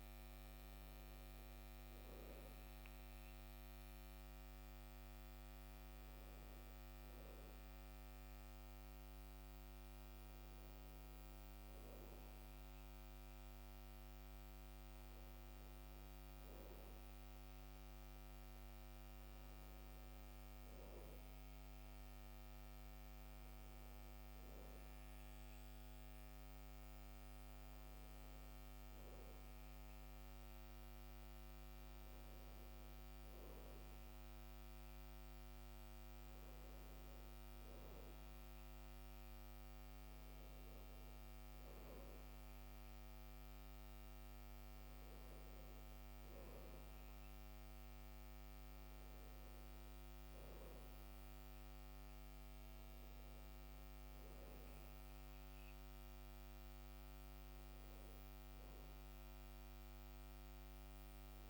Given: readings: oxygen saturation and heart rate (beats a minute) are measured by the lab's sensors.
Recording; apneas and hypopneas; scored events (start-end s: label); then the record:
breathing in sleep, hard to hear, by a microphone on the trachea; none
36.50-61.50 s: new sleep stage, N2 (light sleep)
From the record:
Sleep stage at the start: N1 (lightest sleep); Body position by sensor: on the back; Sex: male